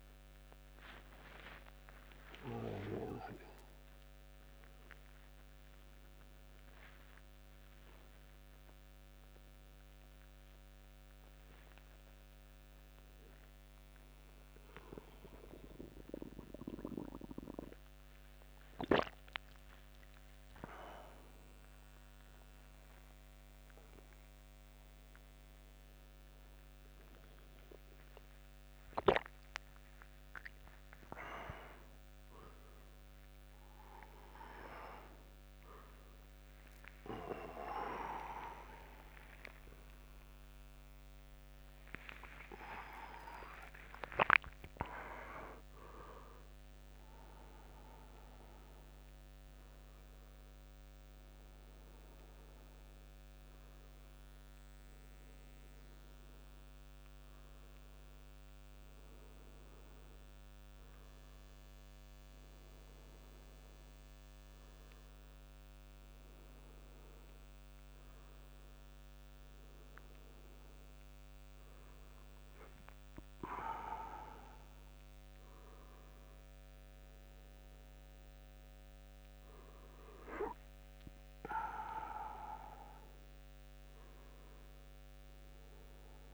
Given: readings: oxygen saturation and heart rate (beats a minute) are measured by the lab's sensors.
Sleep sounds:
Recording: a person awake in a sleep study, by a microphone on the trachea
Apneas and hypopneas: none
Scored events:
2.50-4.50 s: long interval between heartbeats (device-marked, heart rate 91 before, 99 extreme)
38.50-40.50 s: long interval between heartbeats (device-marked, heart rate 102 before, 130 extreme)
41.00-43.00 s: long interval between heartbeats (device-marked, heart rate 106 before, 163 extreme)
45.50-47.50 s: long interval between heartbeats (device-marked, heart rate 121 before, 95 extreme)
49.50-51.50 s: long interval between heartbeats (device-marked, heart rate 121 before, 86 extreme)
53.50-55.50 s: long interval between heartbeats (device-marked, heart rate 115 before, 59 extreme)
65.00-67.00 s: long interval between heartbeats (device-marked, heart rate 85 before, 82 extreme)
From the record:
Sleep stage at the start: awake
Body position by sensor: on the front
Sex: male

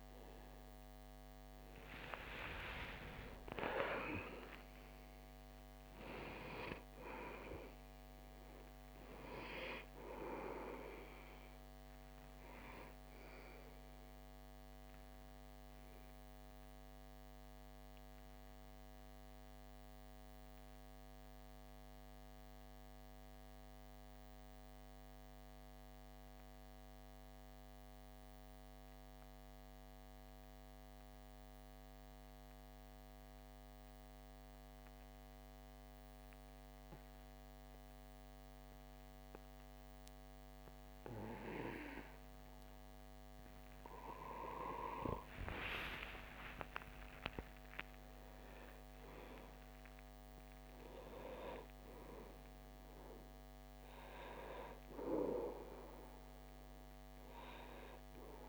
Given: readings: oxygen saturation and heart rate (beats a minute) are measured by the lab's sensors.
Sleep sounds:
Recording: breathing in sleep by a microphone on the trachea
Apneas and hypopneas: 1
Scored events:
0.50-4.50 s: arousal
14.50-43.00 s: obstructive apnea (oxygen 96% before, 92% lowest)
44.50-49.50 s: arousal
54.50-58.49 s: oxygen desaturation (device-marked, oxygen 96% before, 93% lowest)
From the record:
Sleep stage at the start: N2 (light sleep)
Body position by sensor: on the back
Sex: male

